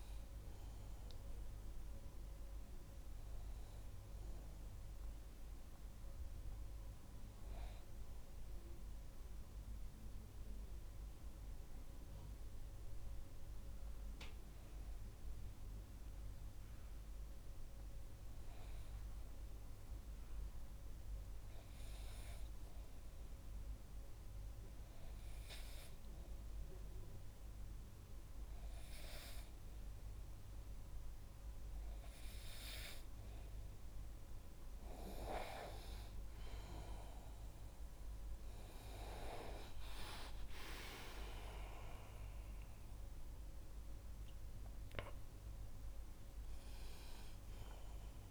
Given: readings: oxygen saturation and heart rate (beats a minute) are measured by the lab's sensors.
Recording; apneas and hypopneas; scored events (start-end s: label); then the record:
breathing in sleep by a room microphone; 1
8.50-30.50 s: obstructive apnea (oxygen 98% before, 95% lowest, heart rate 53 before, 37 extreme, up 0 after)
39.50-44.50 s: arousal
From the record:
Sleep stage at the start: N2 (light sleep); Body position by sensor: on the back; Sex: male